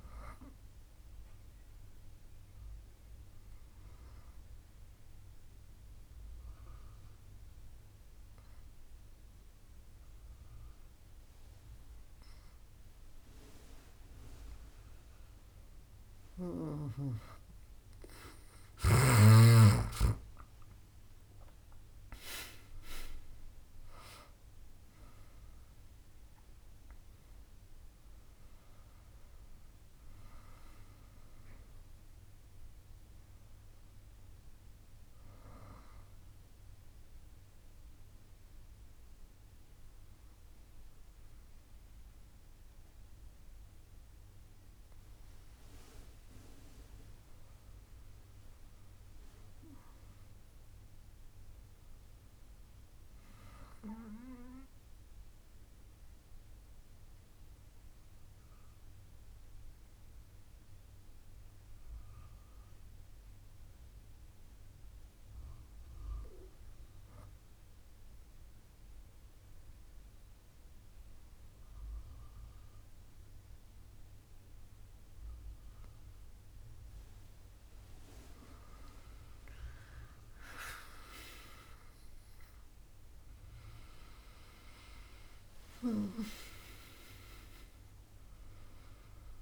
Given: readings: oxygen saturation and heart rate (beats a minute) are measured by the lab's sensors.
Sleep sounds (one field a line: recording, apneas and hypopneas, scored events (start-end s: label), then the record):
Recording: breathing in sleep by a room microphone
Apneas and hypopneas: 3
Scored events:
2.50-15.00 s: obstructive apnea (oxygen 99% before, 97% lowest, heart rate 70 before, 67 extreme, up 33 after)
19.00-23.50 s: arousal
37.00-48.00 s: obstructive apnea (oxygen 98% before, 96% lowest, heart rate 83 before, 67 extreme, up 8 after)
49.00-53.00 s: arousal
59.50-78.00 s: obstructive apnea (oxygen 99% before, 96% lowest, heart rate 72 before, 68 extreme, up 31 after)
68.50-89.42 s: new sleep stage, awake
From the record:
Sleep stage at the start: N2 (light sleep)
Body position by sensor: on the back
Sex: female